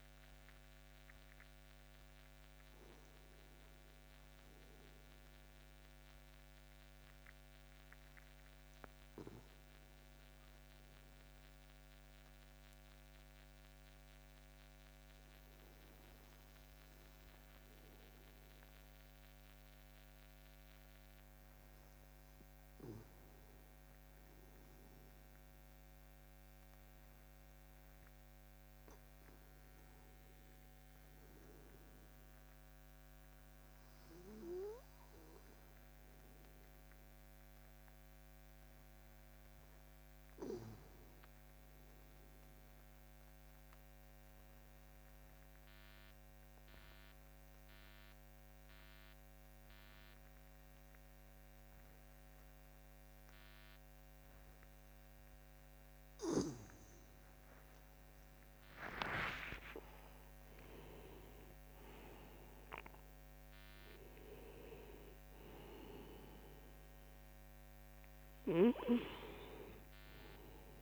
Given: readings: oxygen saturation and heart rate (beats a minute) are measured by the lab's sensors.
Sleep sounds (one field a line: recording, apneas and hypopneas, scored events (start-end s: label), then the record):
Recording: breathing in sleep by a microphone on the trachea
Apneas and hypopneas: 1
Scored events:
0.00-4.50 s: oxygen desaturation (device-marked, oxygen 93% lowest)
42.50-56.00 s: obstructive apnea (oxygen 99% before, 94% lowest)
57.00-62.00 s: arousal
From the record:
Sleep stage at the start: N2 (light sleep)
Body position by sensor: on the back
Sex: male